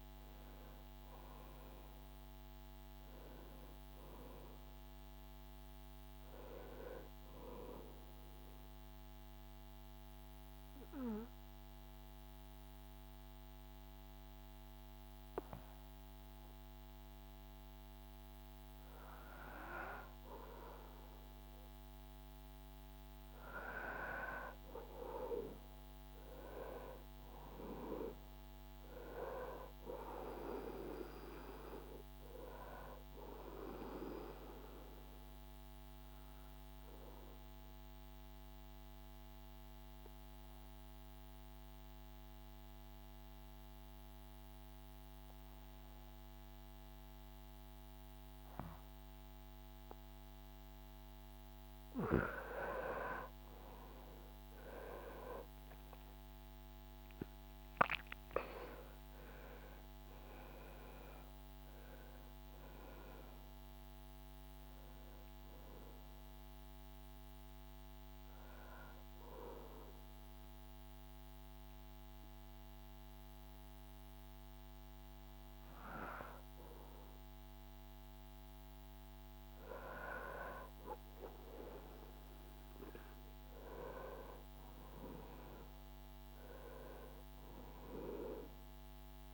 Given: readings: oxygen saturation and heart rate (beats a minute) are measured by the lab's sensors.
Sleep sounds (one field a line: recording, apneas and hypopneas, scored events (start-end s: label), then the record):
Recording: breathing in sleep by a microphone on the trachea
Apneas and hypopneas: 3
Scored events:
7.00-18.00 s: obstructive apnea (oxygen 98% before, 93% lowest, heart rate 79 before, 68 extreme, up 3 after)
21.00-25.00 s: arousal
33.00-50.00 s: obstructive apnea (oxygen 98% before, 93% lowest, heart rate 71 before, 71 extreme, up 9 after)
52.00-79.00 s: oxygen desaturation (device-marked, oxygen 98% before, 93% lowest, heart rate 73 before, 72 extreme)
52.50-57.50 s: arousal
65.00-78.00 s: hypopnea (oxygen 98% before, 93% lowest, heart rate 77 before, 72 extreme, up 7 after)
81.00-86.00 s: arousal
From the record:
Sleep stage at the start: REM sleep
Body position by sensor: on the back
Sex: male